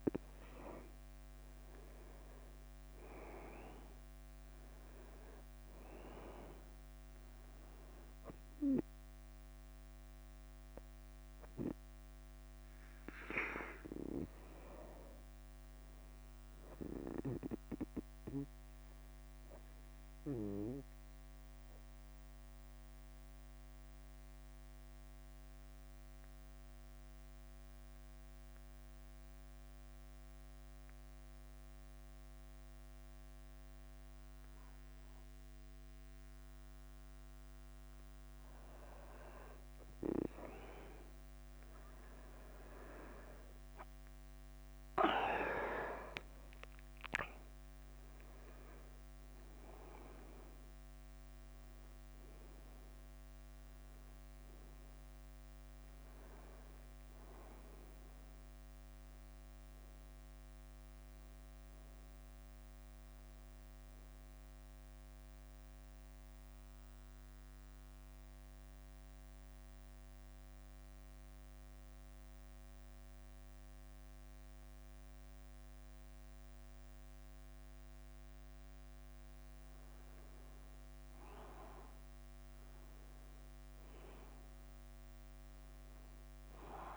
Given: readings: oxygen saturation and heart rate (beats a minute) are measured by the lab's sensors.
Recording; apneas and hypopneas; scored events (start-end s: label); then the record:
breathing in sleep by a microphone on the trachea; 2
0.00-86.96 s: bradycardia (device-marked, heart rate 46 extreme)
2.50-7.00 s: arousal
4.50-27.50 s: oxygen desaturation (device-marked, oxygen 96% before, 90% lowest, heart rate 55 before, 51 extreme)
18.50-38.00 s: obstructive apnea (oxygen 98% before, 90% lowest, heart rate 55 before, 51 extreme, up 4 after)
41.50-46.50 s: arousal
45.50-57.50 s: oxygen desaturation (device-marked, oxygen 97% before, 92% lowest, heart rate 51 before, 52 extreme)
59.00-61.00 s: long interval between heartbeats (device-marked, heart rate 55 before, 56 extreme)
66.00-79.50 s: hypopnea (oxygen 97% before, 91% lowest, heart rate 57 before, 49 extreme, up 2 after)
81.50-85.00 s: arousal
From the record:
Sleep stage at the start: N2 (light sleep); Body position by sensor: on the back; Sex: male